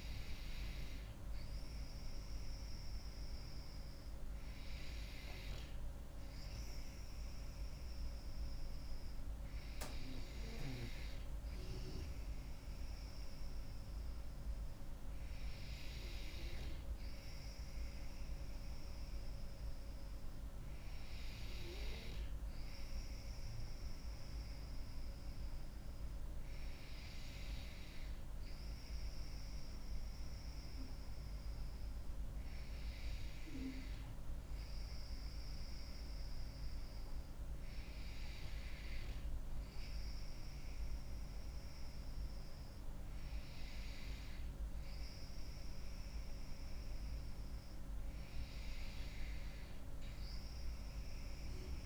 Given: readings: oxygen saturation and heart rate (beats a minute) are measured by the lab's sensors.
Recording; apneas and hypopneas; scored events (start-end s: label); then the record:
breathing in sleep, hard to hear, by a room microphone; none
none scored
From the record:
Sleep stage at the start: N2 (light sleep); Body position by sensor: on the back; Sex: female